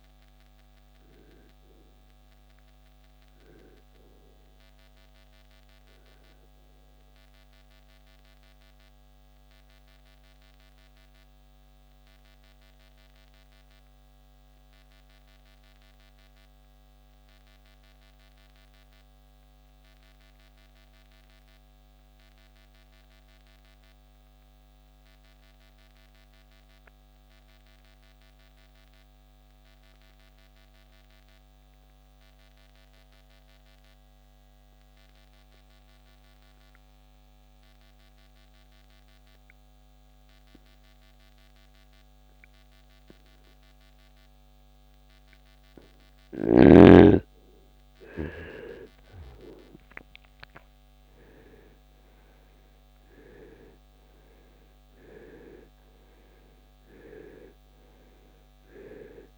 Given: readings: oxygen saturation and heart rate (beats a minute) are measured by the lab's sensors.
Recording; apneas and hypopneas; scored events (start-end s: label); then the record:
breathing in sleep by a microphone on the trachea; 1
6.50-45.50 s: obstructive apnea (oxygen 97% before, 80% lowest, heart rate 73 before, 44 extreme, up 21 after)
9.50-26.50 s: oxygen desaturation (device-marked, oxygen 95% before, 80% lowest, heart rate 72 before, 44 extreme)
47.50-52.00 s: arousal
From the record:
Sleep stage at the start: N2 (light sleep); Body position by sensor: on the right side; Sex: male